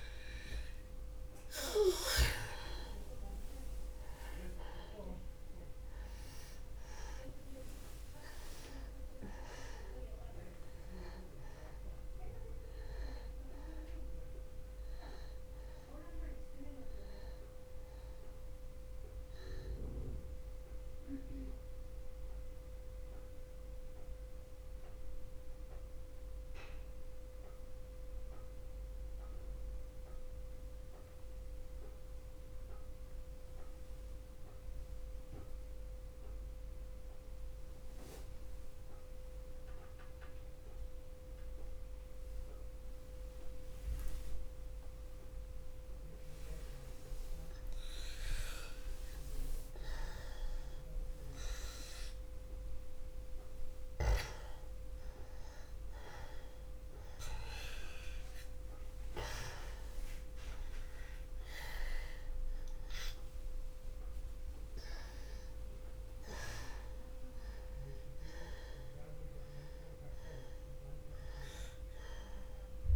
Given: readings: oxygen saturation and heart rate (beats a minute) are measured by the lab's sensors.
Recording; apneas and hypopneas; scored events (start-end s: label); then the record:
breathing in sleep by a room microphone; 1
0.50-41.50 s: oxygen desaturation (device-marked, oxygen 97% before, 87% lowest, heart rate 60 before, 60 extreme)
15.50-19.50 s: arousal
22.00-49.00 s: mixed apnea (oxygen 97% before, 85% lowest, heart rate 60 before, 60 extreme, up 0 after)
51.00-55.50 s: arousal
60.50-72.96 s: oxygen desaturation (device-marked, oxygen 98% before, 85% lowest, heart rate 60 before, 60 extreme)
From the record:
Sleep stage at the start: N2 (light sleep); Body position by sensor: on the back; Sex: male